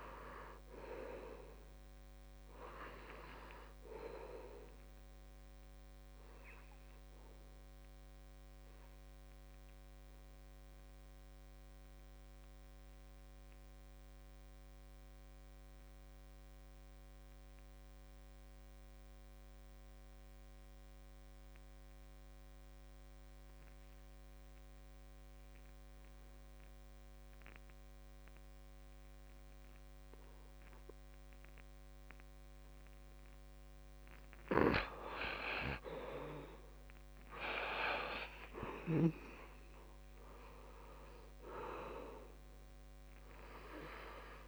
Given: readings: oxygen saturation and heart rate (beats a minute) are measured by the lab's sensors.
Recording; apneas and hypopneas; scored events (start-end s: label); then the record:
breathing in sleep by a microphone on the trachea; 1
0.00-18.50 s: oxygen desaturation (device-marked, oxygen 66% lowest, heart rate 68 extreme)
9.50-33.00 s: obstructive apnea (oxygen 77% before, 66% lowest, heart rate 85 before, 68 extreme, up 6 after)
25.50-44.47 s: oxygen desaturation (device-marked, oxygen 99% before, 74% lowest, heart rate 78 before, 68 extreme)
35.00-39.50 s: arousal
From the record:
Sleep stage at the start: REM sleep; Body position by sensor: on the back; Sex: male